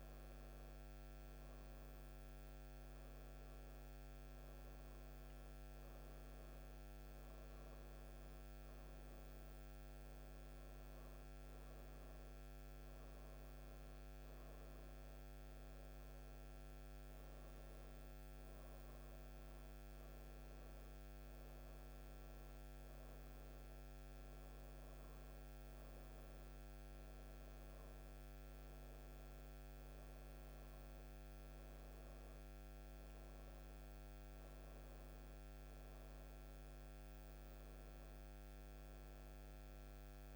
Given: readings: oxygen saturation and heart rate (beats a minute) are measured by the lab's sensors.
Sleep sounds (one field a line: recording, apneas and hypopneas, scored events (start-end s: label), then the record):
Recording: breathing in sleep, hard to hear, by a microphone on the trachea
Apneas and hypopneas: none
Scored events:
none scored
From the record:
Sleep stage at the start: N1 (lightest sleep)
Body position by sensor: on the right side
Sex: female